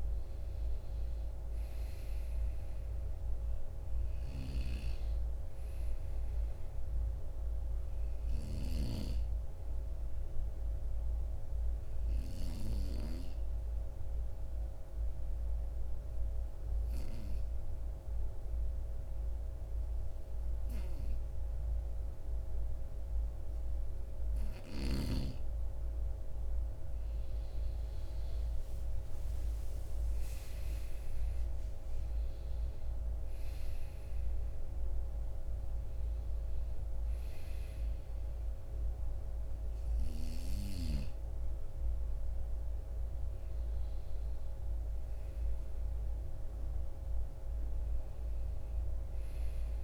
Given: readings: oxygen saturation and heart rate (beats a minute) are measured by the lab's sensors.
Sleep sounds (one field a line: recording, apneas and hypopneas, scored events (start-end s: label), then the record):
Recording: breathing in sleep by a room microphone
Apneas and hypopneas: 1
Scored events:
0.00-1.00 s: arousal
4.50-21.50 s: oxygen desaturation (device-marked, oxygen 96% before, 91% lowest, heart rate 59 before, 53 extreme)
9.00-25.00 s: obstructive apnea (oxygen 96% before, 91% lowest, heart rate 60 before, 53 extreme, up 12 after)
28.50-33.00 s: arousal
35.50-49.84 s: oxygen desaturation (device-marked, oxygen 96% before, 91% lowest, heart rate 57 before, 52 extreme)
From the record:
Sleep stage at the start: N2 (light sleep)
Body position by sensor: on the right side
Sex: male